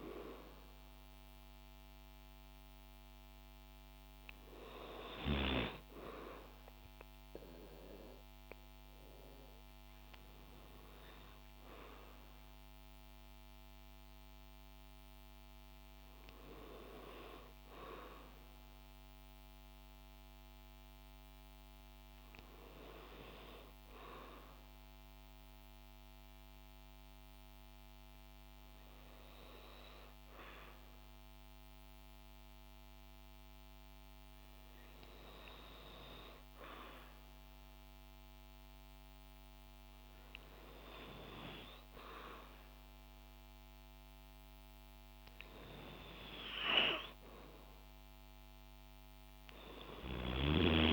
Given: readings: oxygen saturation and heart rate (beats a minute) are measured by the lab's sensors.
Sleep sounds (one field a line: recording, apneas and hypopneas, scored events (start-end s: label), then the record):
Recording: breathing in sleep by a microphone on the trachea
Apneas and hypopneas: 1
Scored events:
0.00-11.50 s: oxygen desaturation (device-marked, oxygen 91% lowest, heart rate 53 extreme)
17.50-20.50 s: arousal
23.00-36.00 s: hypopnea (oxygen 95% before, 92% lowest, heart rate 55 before, 53 extreme, up 0 after)
39.50-43.00 s: arousal
From the record:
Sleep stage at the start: N2 (light sleep)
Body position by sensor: on the back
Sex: female